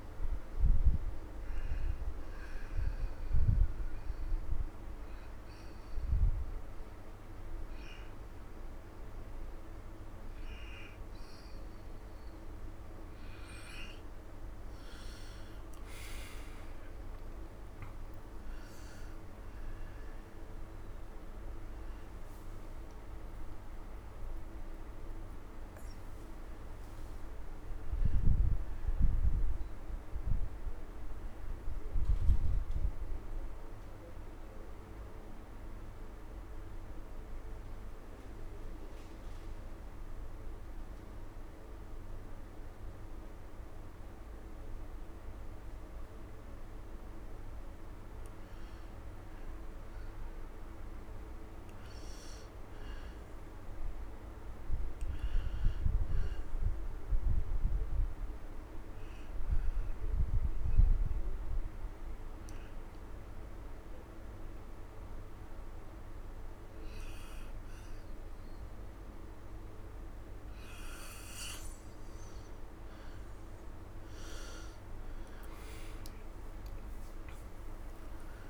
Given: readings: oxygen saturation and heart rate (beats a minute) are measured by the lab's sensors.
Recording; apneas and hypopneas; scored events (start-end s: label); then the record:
breathing in sleep, hard to hear, by a room microphone; 3
0.00-7.50 s: oxygen desaturation (device-marked, oxygen 91% lowest)
2.50-13.50 s: obstructive apnea (oxygen 95% before, 90% lowest)
14.00-19.50 s: arousal
19.50-35.50 s: oxygen desaturation (device-marked, oxygen 95% before, 90% lowest)
37.00-48.00 s: obstructive apnea (oxygen 97% before, 89% lowest)
46.50-64.50 s: oxygen desaturation (device-marked, oxygen 98% before, 91% lowest, heart rate 35 before, 75 extreme)
49.50-54.00 s: arousal
57.50-69.00 s: obstructive apnea (oxygen 98% before, 89% lowest, heart rate 105 before, 75 extreme)
72.00-76.50 s: arousal
73.50-78.50 s: oxygen desaturation (device-marked, oxygen 95% before, 89% lowest, heart rate 103 before, 75 extreme)
From the record:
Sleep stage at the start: N2 (light sleep); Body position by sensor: on the right side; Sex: male